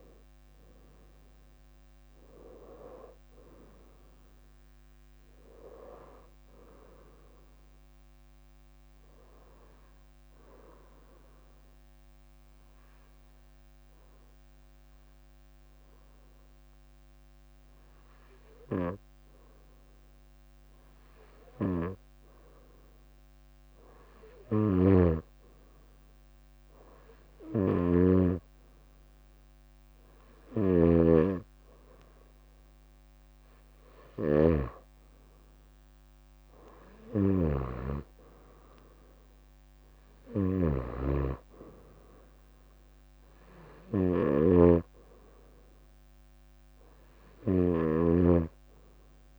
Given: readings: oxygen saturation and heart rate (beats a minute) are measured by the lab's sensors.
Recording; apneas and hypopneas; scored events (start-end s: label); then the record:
breathing in sleep by a microphone on the trachea; 1
0.00-1.00 s: leg movement (device-marked)
9.00-20.50 s: obstructive apnea (oxygen 97% before, 95% lowest, heart rate 67 before, 61 extreme, up 5 after)
22.50-26.00 s: arousal
24.00-47.50 s: snoring (device-marked)
40.50-43.00 s: leg movement (device-marked)
From the record:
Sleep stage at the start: N2 (light sleep); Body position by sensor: on the right side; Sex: female